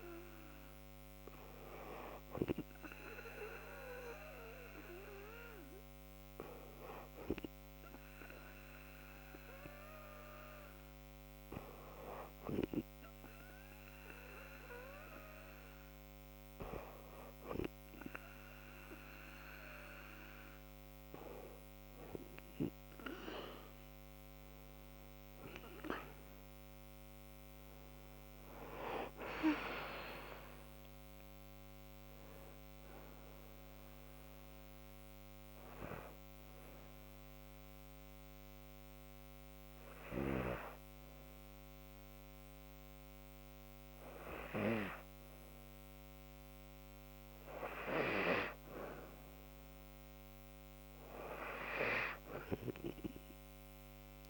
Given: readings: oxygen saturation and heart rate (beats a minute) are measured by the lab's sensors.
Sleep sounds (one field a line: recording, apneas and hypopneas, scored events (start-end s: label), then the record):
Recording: breathing in sleep by a microphone on the trachea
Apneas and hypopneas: 1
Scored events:
28.50-32.50 s: arousal
35.00-47.50 s: obstructive apnea (oxygen 96% before, 93% lowest, heart rate 73 before, 68 extreme, up 4 after)
50.00-52.50 s: arousal
From the record:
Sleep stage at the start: N2 (light sleep)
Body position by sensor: on the back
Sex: female